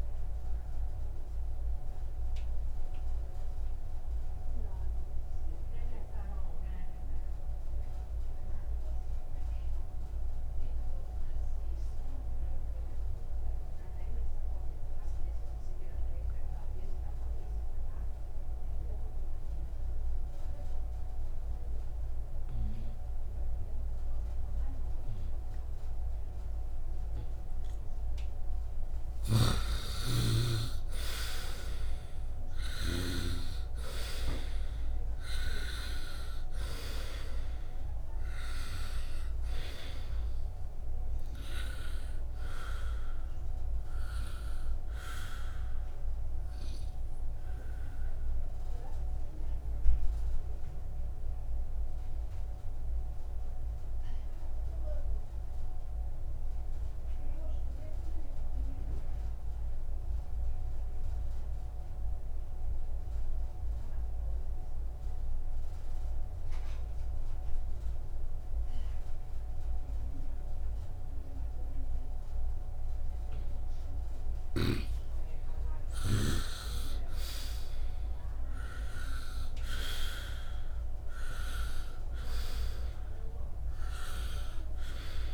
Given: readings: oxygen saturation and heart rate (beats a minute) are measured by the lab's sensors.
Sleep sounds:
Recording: breathing in sleep by a room microphone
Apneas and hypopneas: 2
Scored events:
0.00-18.50 s: oxygen desaturation (device-marked, oxygen 81% lowest, heart rate 59 extreme)
1.00-29.00 s: obstructive apnea (oxygen 97% before, 77% lowest, heart rate 64 before, 59 extreme, up 6 after)
20.50-60.50 s: oxygen desaturation (device-marked, oxygen 98% before, 77% lowest, heart rate 69 before, 59 extreme)
29.50-33.50 s: snoring (device-marked)
30.00-34.50 s: arousal
48.00-73.00 s: obstructive apnea (oxygen 98% before, 77% lowest, heart rate 66 before, 60 extreme, up 0 after)
74.50-85.34 s: oxygen desaturation (device-marked, oxygen 99% before, 77% lowest, heart rate 69 before, 56 extreme)
75.00-80.00 s: arousal
From the record:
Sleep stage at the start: N2 (light sleep)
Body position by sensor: upright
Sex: male

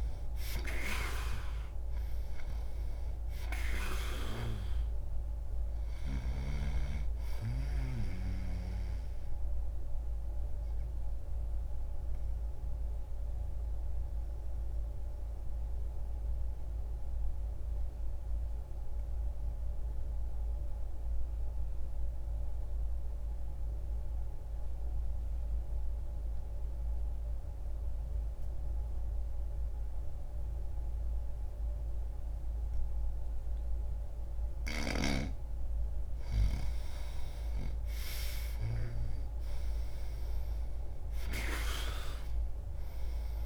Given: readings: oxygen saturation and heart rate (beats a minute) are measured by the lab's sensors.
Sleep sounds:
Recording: breathing in sleep by a room microphone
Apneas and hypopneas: 1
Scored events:
0.00-1.00 s: arousal
0.00-28.00 s: oxygen desaturation (device-marked, oxygen 84% lowest)
9.00-35.00 s: obstructive apnea (oxygen 98% before, 83% lowest)
34.00-43.46 s: oxygen desaturation (device-marked, oxygen 98% before, 83% lowest)
36.50-41.00 s: arousal
From the record:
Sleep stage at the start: N2 (light sleep)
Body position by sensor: on the back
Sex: male

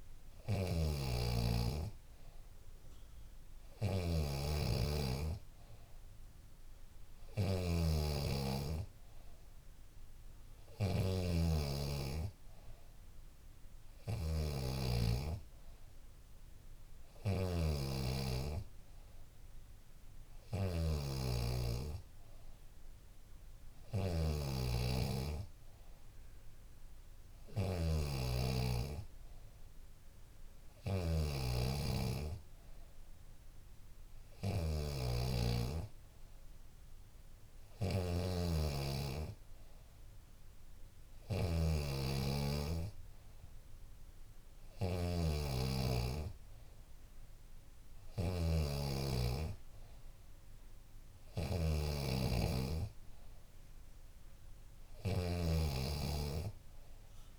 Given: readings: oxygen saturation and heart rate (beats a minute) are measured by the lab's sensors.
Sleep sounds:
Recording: breathing in sleep by a room microphone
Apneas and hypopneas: none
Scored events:
0.00-57.39 s: snoring (device-marked)
1.00-3.00 s: long interval between heartbeats (device-marked, heart rate 71 before, 76 extreme)
2.00-7.00 s: arousal
4.00-6.00 s: long interval between heartbeats (device-marked, heart rate 72 before, 88 extreme)
24.50-26.50 s: long interval between heartbeats (device-marked, heart rate 78 before, 79 extreme)
46.50-48.50 s: long interval between heartbeats (device-marked, heart rate 74 before, 96 extreme)
50.50-57.39 s: new sleep stage, N3 (deep sleep)
From the record:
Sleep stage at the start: N2 (light sleep)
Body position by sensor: on the back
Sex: female

